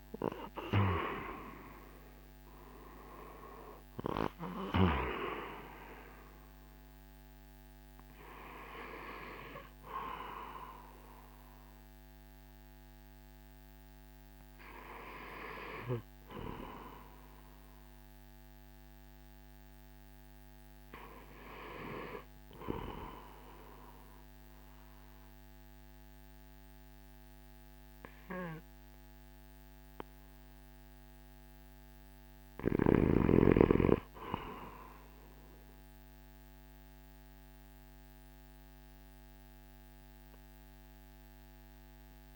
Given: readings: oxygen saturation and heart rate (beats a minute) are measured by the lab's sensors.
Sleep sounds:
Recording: breathing in sleep by a microphone on the trachea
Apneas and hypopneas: 1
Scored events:
0.00-12.50 s: drop in pulse transit time (device-marked, heart rate 57 extreme)
1.50-28.50 s: oxygen desaturation (device-marked, oxygen 94% before, 83% lowest, heart rate 54 before, 55 extreme)
11.00-31.00 s: hypopnea (oxygen 95% before, 83% lowest, heart rate 61 before, 55 extreme, up 3 after)
32.50-37.00 s: arousal
From the record:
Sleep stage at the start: REM sleep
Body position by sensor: on the right side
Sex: male

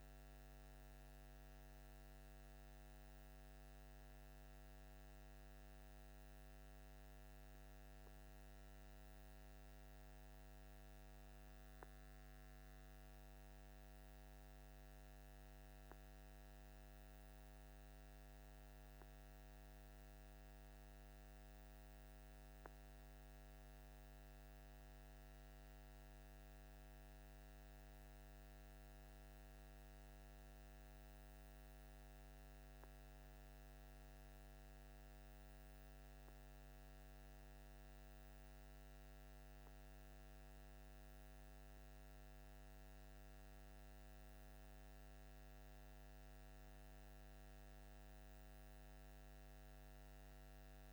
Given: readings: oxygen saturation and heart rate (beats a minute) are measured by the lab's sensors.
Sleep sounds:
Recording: breathing in sleep, hard to hear, by a microphone on the trachea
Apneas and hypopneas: none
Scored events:
none scored
From the record:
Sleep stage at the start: N2 (light sleep)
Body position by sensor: on the left side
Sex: male

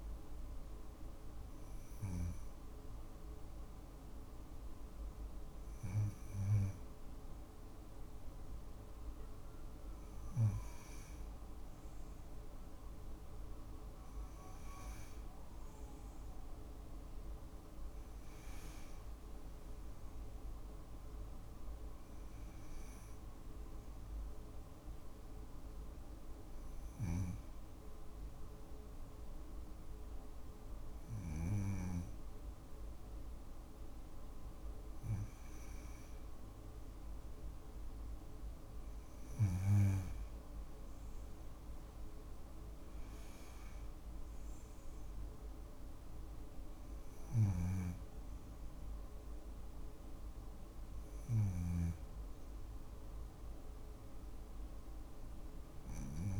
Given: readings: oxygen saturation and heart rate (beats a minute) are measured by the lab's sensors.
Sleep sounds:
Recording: breathing in sleep by a room microphone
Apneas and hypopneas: 1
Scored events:
17.00-21.00 s: arousal
24.50-35.00 s: hypopnea (oxygen 96% before, 93% lowest, heart rate 59 before, 56 extreme, up 4 after)
40.00-44.50 s: arousal
From the record:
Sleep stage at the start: N2 (light sleep)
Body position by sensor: on the back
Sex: female

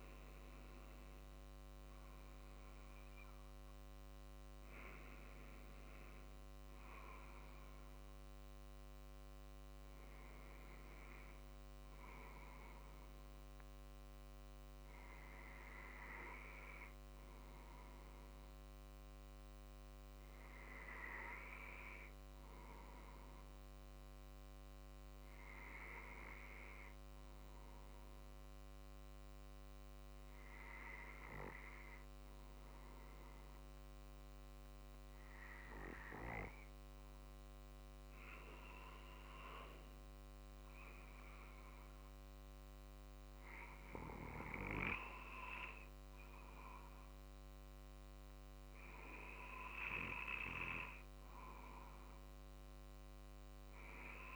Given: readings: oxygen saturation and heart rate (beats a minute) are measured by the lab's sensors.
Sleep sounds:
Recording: breathing in sleep by a microphone on the trachea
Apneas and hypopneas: 1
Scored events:
18.00-20.00 s: long interval between heartbeats (device-marked, heart rate 48 before, 48 extreme)
22.00-35.50 s: obstructive apnea (oxygen 96% before, 93% lowest, heart rate 48 before, 47 extreme, up 3 after)
37.50-41.00 s: arousal
39.00-54.36 s: drop in pulse transit time (device-marked, heart rate 47 before, 47 extreme)
From the record:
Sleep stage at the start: N2 (light sleep)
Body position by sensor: on the back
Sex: male

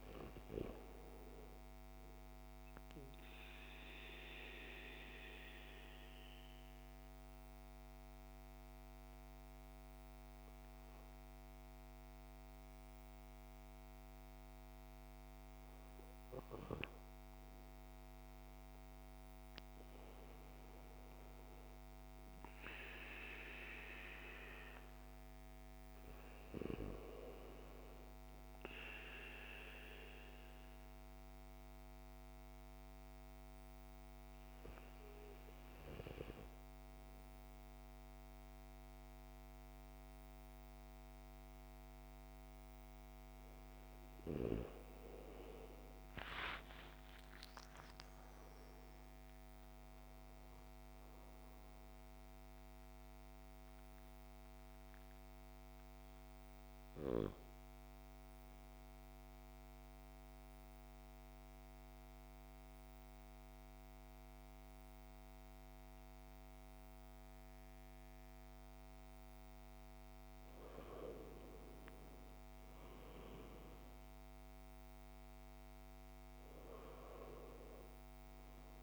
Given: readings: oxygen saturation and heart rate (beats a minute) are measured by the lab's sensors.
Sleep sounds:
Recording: breathing in sleep by a microphone on the trachea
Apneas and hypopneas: 3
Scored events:
3.50-18.00 s: mixed apnea (oxygen 99% before, 93% lowest, heart rate 61 before, 58 extreme, up 7 after)
4.50-14.50 s: oxygen desaturation (device-marked, oxygen 99% before, 93% lowest, heart rate 61 before, 59 extreme)
19.00-23.00 s: arousal
23.50-38.50 s: oxygen desaturation (device-marked, oxygen 99% before, 94% lowest, heart rate 62 before, 53 extreme)
30.00-43.50 s: mixed apnea (oxygen 99% before, 92% lowest, heart rate 62 before, 53 extreme, up 14 after)
46.00-50.50 s: arousal
58.00-70.00 s: central apnea (oxygen 98% before, 92% lowest, heart rate 64 before, 53 extreme, up 7 after)
72.00-77.50 s: arousal
77.50-78.83 s: oxygen desaturation (device-marked, oxygen 98% before, 92% lowest, heart rate 56 before, 53 extreme)
From the record:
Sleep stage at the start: N2 (light sleep)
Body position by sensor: on the back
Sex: male

